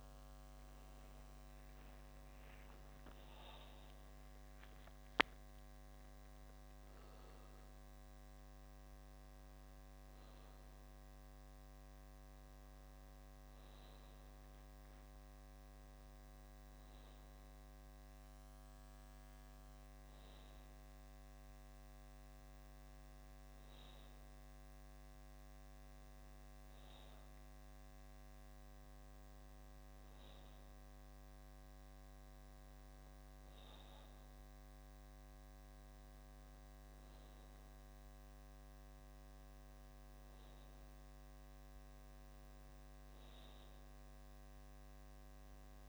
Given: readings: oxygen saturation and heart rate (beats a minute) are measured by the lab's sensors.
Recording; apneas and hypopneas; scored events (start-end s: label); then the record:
breathing in sleep, hard to hear, by a microphone on the trachea; none
none scored
From the record:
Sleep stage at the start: N2 (light sleep); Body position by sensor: on the back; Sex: male